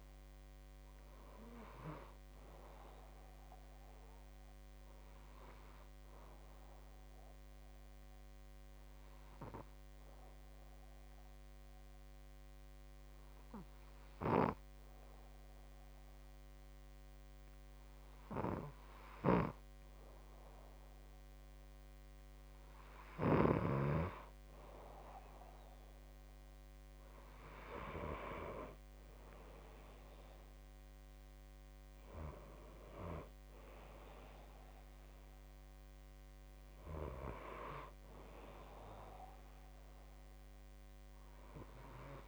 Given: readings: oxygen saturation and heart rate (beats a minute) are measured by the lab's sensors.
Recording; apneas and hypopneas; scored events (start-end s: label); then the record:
breathing in sleep by a microphone on the trachea; none
none scored
From the record:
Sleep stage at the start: N2 (light sleep); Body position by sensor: on the back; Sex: male